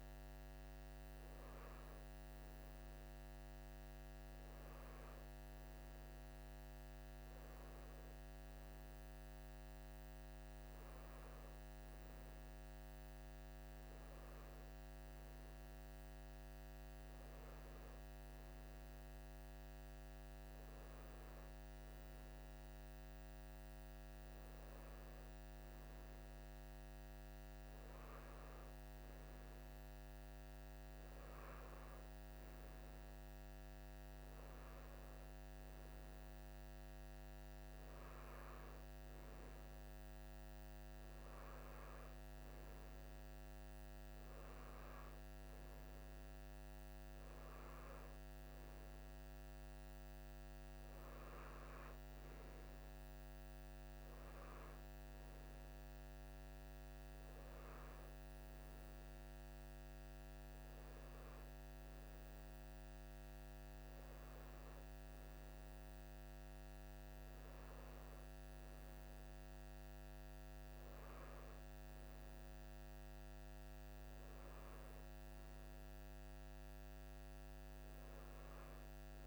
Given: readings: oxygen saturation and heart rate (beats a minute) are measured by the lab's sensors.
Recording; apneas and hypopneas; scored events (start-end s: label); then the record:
breathing in sleep, hard to hear, by a microphone on the trachea; none
none scored
From the record:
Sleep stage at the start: N3 (deep sleep); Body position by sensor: on the right side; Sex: male